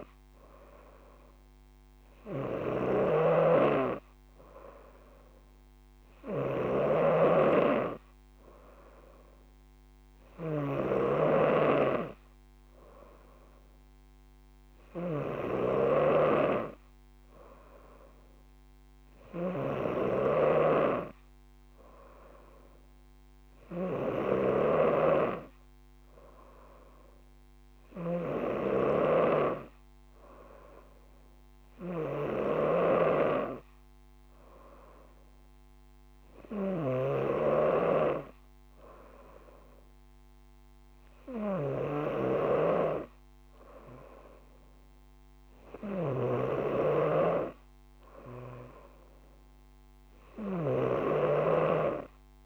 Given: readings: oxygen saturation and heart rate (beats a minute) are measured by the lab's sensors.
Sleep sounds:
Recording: breathing in sleep by a microphone on the trachea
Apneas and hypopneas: none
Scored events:
3.00-11.50 s: snoring (device-marked)
20.00-52.46 s: snoring (device-marked)
From the record:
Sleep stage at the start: N3 (deep sleep)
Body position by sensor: on the front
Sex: female

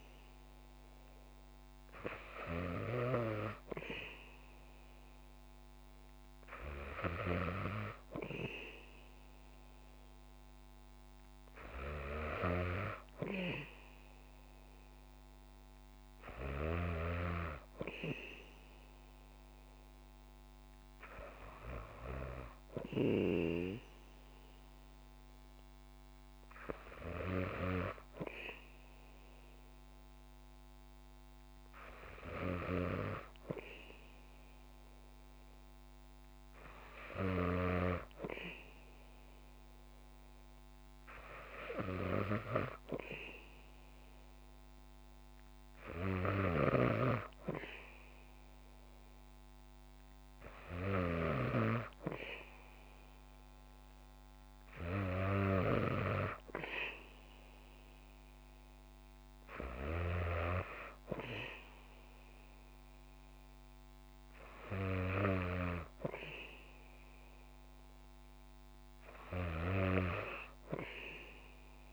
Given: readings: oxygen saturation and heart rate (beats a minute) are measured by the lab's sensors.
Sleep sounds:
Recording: breathing in sleep by a microphone on the trachea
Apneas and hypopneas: none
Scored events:
46.00-51.00 s: snoring (device-marked)
From the record:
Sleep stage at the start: N2 (light sleep)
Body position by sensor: on the back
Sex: female

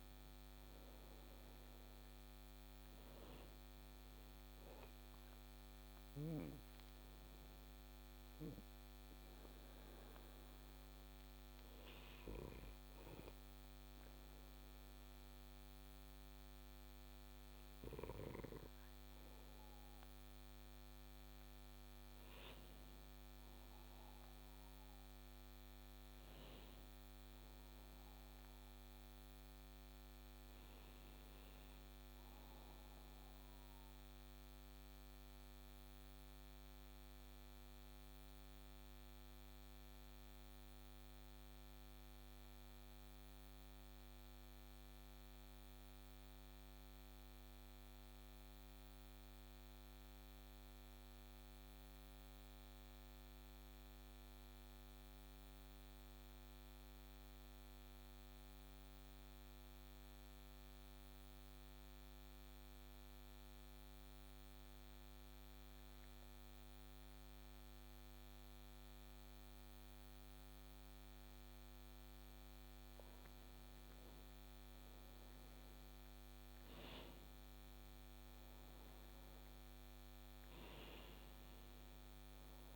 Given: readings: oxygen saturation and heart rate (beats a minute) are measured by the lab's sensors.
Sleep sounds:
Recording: breathing in sleep, hard to hear, by a microphone on the trachea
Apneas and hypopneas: 1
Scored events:
0.00-6.00 s: oxygen desaturation (device-marked, oxygen 93% lowest)
21.50-27.00 s: arousal
32.00-71.50 s: mixed apnea (oxygen 98% before, 93% lowest)
73.00-77.00 s: arousal
From the record:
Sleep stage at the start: N2 (light sleep)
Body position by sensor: on the back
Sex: male

